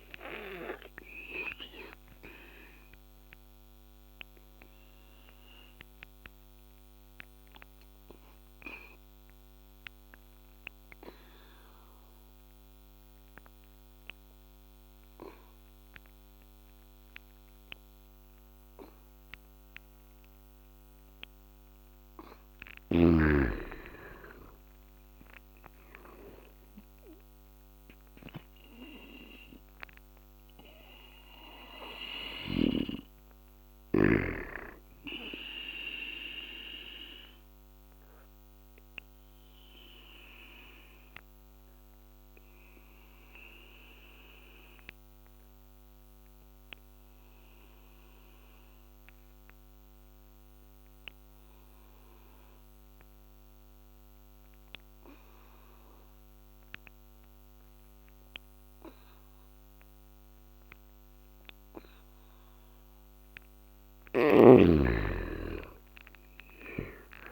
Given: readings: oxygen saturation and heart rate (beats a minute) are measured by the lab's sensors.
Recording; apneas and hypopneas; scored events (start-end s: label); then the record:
breathing in sleep by a microphone on the trachea; 2
0.00-20.50 s: oxygen desaturation (device-marked, oxygen 86% lowest, heart rate 66 extreme)
2.50-20.50 s: obstructive apnea (oxygen 99% before, 83% lowest, heart rate 76 before, 66 extreme, up 7 after)
23.00-27.00 s: arousal
27.50-53.50 s: oxygen desaturation (device-marked, oxygen 97% before, 83% lowest, heart rate 74 before, 70 extreme)
38.00-61.50 s: obstructive apnea (oxygen 97% before, 81% lowest, heart rate 75 before, 70 extreme, up 10 after)
59.50-67.32 s: oxygen desaturation (device-marked, oxygen 98% before, 86% lowest, heart rate 73 before, 70 extreme)
62.50-66.00 s: arousal
From the record:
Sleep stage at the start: N2 (light sleep); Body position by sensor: on the back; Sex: male